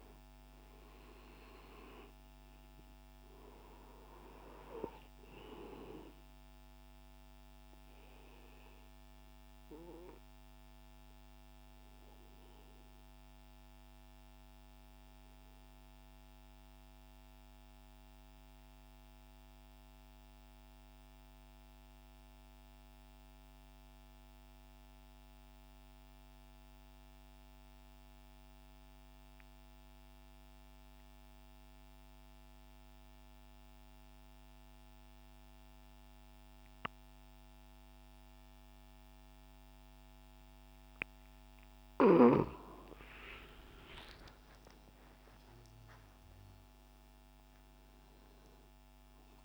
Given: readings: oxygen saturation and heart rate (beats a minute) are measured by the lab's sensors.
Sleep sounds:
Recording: breathing in sleep by a microphone on the trachea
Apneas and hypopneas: 1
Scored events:
0.00-17.50 s: oxygen desaturation (device-marked, oxygen 89% lowest, heart rate 101 extreme)
7.00-40.50 s: central apnea (oxygen 98% before, 89% lowest, heart rate 126 before, 88 extreme, up 59 after)
35.50-49.45 s: oxygen desaturation (device-marked, oxygen 98% before, 90% lowest, heart rate 139 before, 88 extreme)
42.00-48.00 s: arousal
From the record:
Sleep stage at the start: N2 (light sleep)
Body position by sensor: on the right side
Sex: male

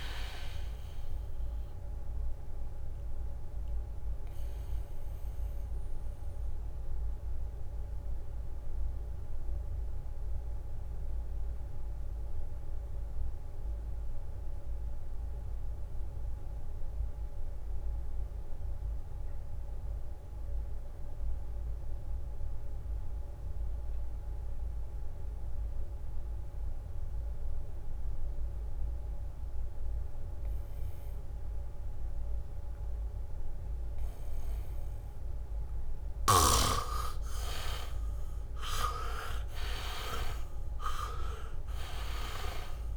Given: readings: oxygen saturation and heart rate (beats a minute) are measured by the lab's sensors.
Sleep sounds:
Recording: breathing in sleep by a room microphone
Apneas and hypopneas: 1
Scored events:
0.00-5.00 s: leg movement (device-marked)
0.00-18.50 s: oxygen desaturation (device-marked, oxygen 78% lowest, heart rate 63 extreme)
2.50-36.00 s: mixed apnea (oxygen 99% before, 76% lowest, heart rate 68 before, 63 extreme, up 4 after)
27.50-31.00 s: leg movement (device-marked)
28.50-42.97 s: oxygen desaturation (device-marked, oxygen 99% before, 76% lowest, heart rate 73 before, 63 extreme)
32.00-40.00 s: leg movement (device-marked)
38.00-42.97 s: arousal
40.50-42.97 s: leg movement (device-marked)
From the record:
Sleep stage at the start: N2 (light sleep)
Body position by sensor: on the back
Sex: male

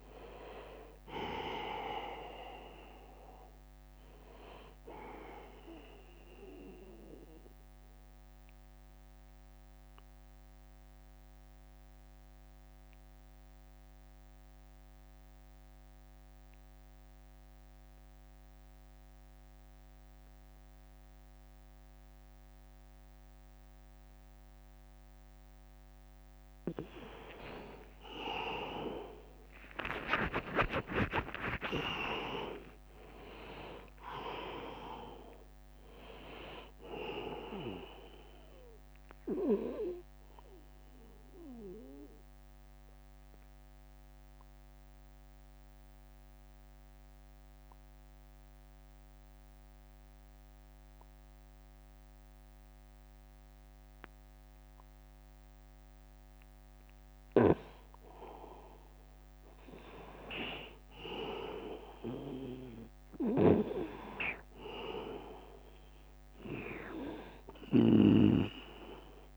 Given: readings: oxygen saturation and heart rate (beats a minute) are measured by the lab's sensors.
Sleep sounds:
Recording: breathing in sleep by a microphone on the trachea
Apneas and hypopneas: 2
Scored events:
0.00-3.50 s: drop in pulse transit time (device-marked, heart rate 81 extreme)
0.00-16.50 s: oxygen desaturation (device-marked, oxygen 87% lowest, heart rate 67 extreme)
3.00-5.00 s: long interval between heartbeats (device-marked, heart rate 86 before, 81 extreme)
5.50-25.00 s: mixed apnea (oxygen 98% before, 87% lowest, heart rate 85 before, 67 extreme, up 27 after)
18.50-20.50 s: long interval between heartbeats (device-marked, heart rate 77 before, 71 extreme)
27.00-31.00 s: arousal
29.00-31.00 s: long interval between heartbeats (device-marked, heart rate 75 before, 83 extreme)
31.50-43.50 s: drop in pulse transit time (device-marked, heart rate 76 before, 77 extreme)
34.50-51.50 s: oxygen desaturation (device-marked, oxygen 100% before, 92% lowest, heart rate 79 before, 73 extreme)
40.00-57.00 s: mixed apnea (oxygen 100% before, 86% lowest, heart rate 83 before, 73 extreme, up 11 after)
59.50-63.00 s: arousal
66.50-69.37 s: oxygen desaturation (device-marked, oxygen 100% before, 91% lowest, heart rate 81 before, 77 extreme)
From the record:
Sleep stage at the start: N2 (light sleep)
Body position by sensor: on the back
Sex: male

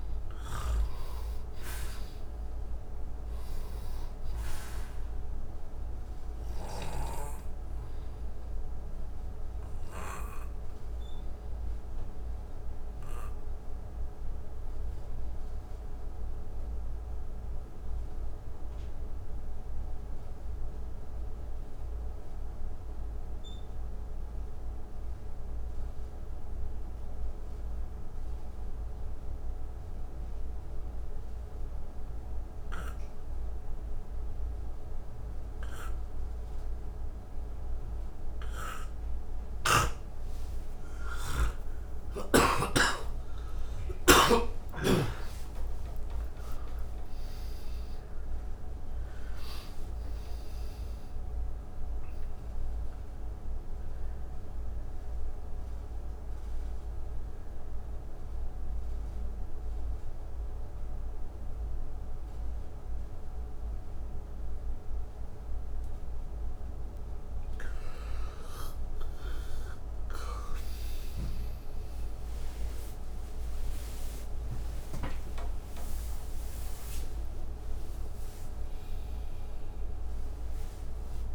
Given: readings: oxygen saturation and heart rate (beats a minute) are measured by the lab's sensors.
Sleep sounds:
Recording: breathing in sleep by a room microphone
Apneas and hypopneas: 2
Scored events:
0.00-1.00 s: arousal
0.00-15.50 s: oxygen desaturation (device-marked, oxygen 86% lowest, heart rate 57 extreme)
7.00-39.00 s: obstructive apnea (oxygen 98% before, 83% lowest, heart rate 67 before, 57 extreme, up 48 after)
34.50-66.50 s: oxygen desaturation (device-marked, oxygen 96% before, 83% lowest, heart rate 60 before, 62 extreme)
41.00-46.00 s: arousal
51.50-81.35 s: new sleep stage, N1 (lightest sleep)
54.50-66.50 s: hypopnea (oxygen 96% before, 83% lowest, heart rate 82 before, 65 extreme, up 15 after)
68.50-74.50 s: arousal
From the record:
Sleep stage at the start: N2 (light sleep)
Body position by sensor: on the right side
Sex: male

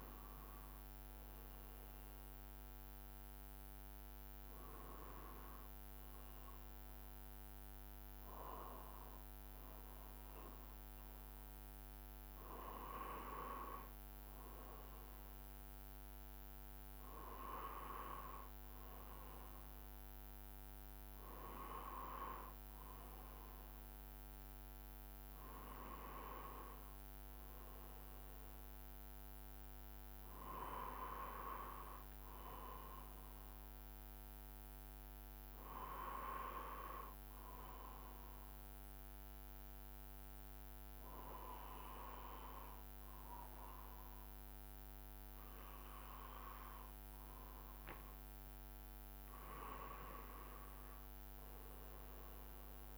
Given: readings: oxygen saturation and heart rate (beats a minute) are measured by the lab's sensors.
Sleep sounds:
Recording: breathing in sleep by a microphone on the trachea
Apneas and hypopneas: 1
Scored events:
0.00-2.00 s: long interval between heartbeats (device-marked, heart rate 74 before, 80 extreme)
35.50-46.50 s: hypopnea (oxygen 95% before, 94% lowest, heart rate 73 before, 73 extreme, up 1 after)
48.50-52.98 s: arousal
From the record:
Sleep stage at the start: N2 (light sleep)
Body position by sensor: on the right side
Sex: male

